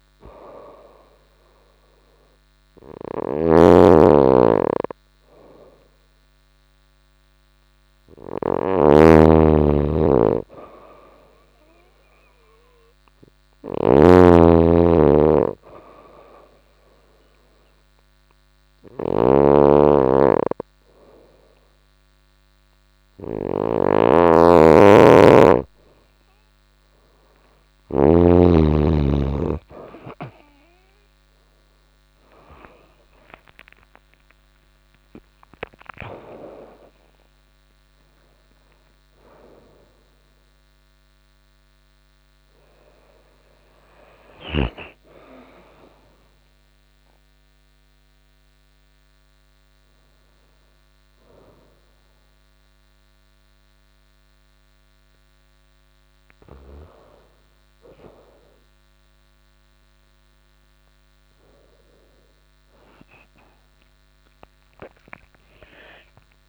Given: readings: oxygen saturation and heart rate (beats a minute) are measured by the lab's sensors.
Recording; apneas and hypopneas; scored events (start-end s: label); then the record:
breathing in sleep by a microphone on the trachea; 2
0.00-27.50 s: snoring (device-marked)
15.50-28.00 s: hypopnea (oxygen 95% before, 91% lowest, heart rate 90 before, 89 extreme, up 24 after)
31.50-37.00 s: arousal
49.50-60.00 s: hypopnea (oxygen 94% before, 93% lowest, heart rate 101 before, 90 extreme, up 34 after)
58.00-66.49 s: new sleep stage, awake
From the record:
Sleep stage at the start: N2 (light sleep); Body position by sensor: on the right side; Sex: female